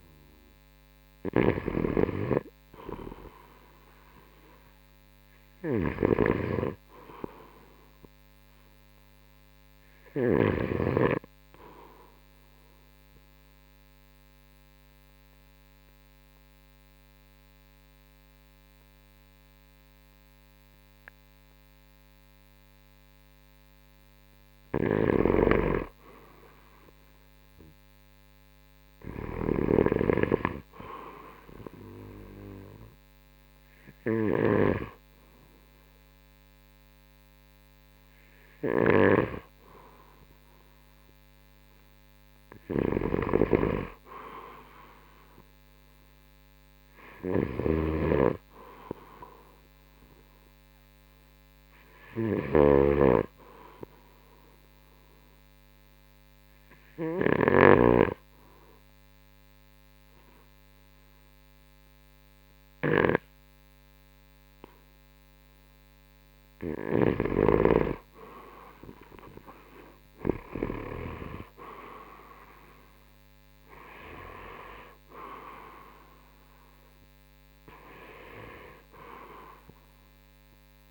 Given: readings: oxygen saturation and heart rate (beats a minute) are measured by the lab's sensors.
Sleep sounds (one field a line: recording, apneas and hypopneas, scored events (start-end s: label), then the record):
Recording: breathing in sleep by a microphone on the trachea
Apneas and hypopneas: 2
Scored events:
1.00-10.50 s: snoring (device-marked)
8.00-22.00 s: oxygen desaturation (device-marked, oxygen 96% before, 90% lowest, heart rate 69 before, 65 extreme)
12.00-24.00 s: obstructive apnea (oxygen 96% before, 87% lowest, heart rate 71 before, 65 extreme, up 5 after)
25.00-30.00 s: snoring (device-marked)
27.00-30.50 s: arousal
28.00-39.00 s: drop in pulse transit time (device-marked, heart rate 70 before, 68 extreme)
37.00-51.00 s: oxygen desaturation (device-marked, oxygen 94% before, 87% lowest, heart rate 69 before, 66 extreme)
47.50-58.00 s: snoring (device-marked)
54.00-66.00 s: hypopnea (oxygen 95% before, 88% lowest, heart rate 72 before, 66 extreme, up 9 after)
76.00-80.91 s: oxygen desaturation (device-marked, oxygen 94% before, 88% lowest, heart rate 71 before, 66 extreme)
From the record:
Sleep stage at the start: N2 (light sleep)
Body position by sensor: on the right side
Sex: male